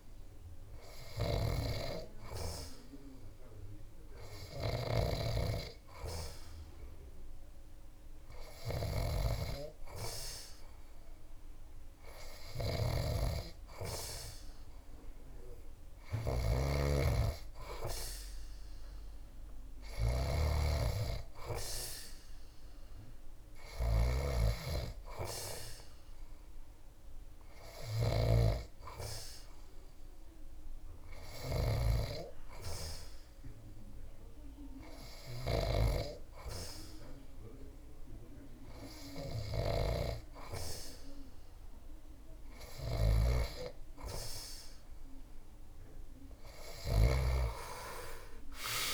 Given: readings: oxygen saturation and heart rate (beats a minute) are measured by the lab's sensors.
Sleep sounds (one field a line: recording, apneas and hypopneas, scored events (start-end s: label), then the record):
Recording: breathing in sleep by a room microphone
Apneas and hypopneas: none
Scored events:
4.00-35.50 s: snoring (device-marked)
42.50-46.50 s: snoring (device-marked)
46.00-48.94 s: arousal
From the record:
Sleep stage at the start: N2 (light sleep)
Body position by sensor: on the back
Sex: male